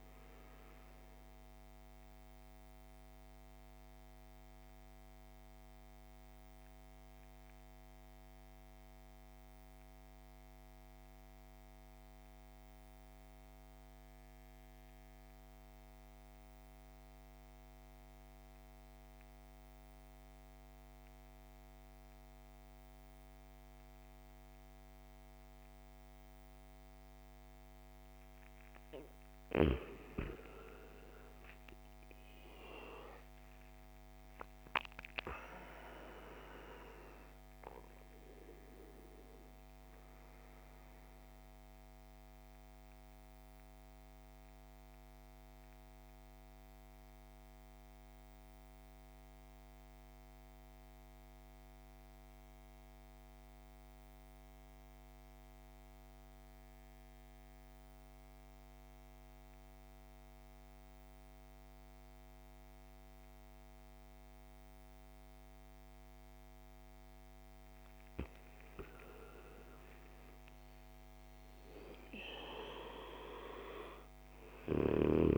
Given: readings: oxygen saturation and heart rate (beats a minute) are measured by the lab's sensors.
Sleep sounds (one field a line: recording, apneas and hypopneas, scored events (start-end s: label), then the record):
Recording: breathing in sleep by a microphone on the trachea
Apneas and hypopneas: 2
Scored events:
0.00-23.00 s: oxygen desaturation (device-marked, oxygen 84% lowest)
2.50-27.00 s: obstructive apnea (oxygen 99% before, 84% lowest)
30.00-34.50 s: arousal
30.00-62.00 s: oxygen desaturation (device-marked, oxygen 99% before, 85% lowest)
41.50-66.00 s: central apnea (oxygen 99% before, 85% lowest)
68.50-72.00 s: arousal
70.00-75.38 s: oxygen desaturation (device-marked, oxygen 99% before, 86% lowest)
From the record:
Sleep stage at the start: N2 (light sleep)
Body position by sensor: on the back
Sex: male